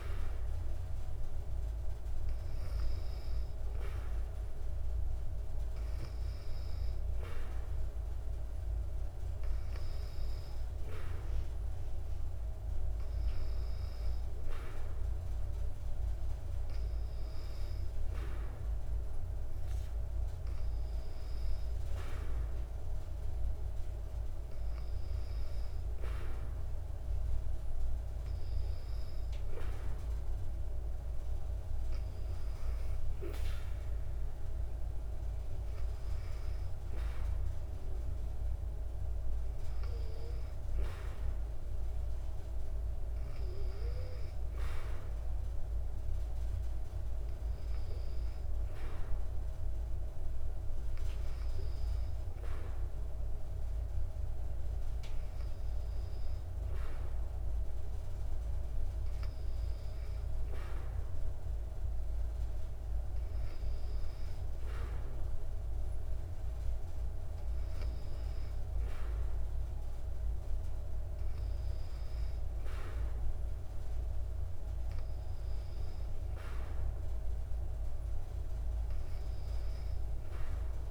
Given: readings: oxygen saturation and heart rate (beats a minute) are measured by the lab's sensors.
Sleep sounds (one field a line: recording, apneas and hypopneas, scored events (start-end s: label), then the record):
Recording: breathing in sleep, hard to hear, by a room microphone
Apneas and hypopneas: none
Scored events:
66.50-70.50 s: arousal
From the record:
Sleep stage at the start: N2 (light sleep)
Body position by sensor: on the back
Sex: female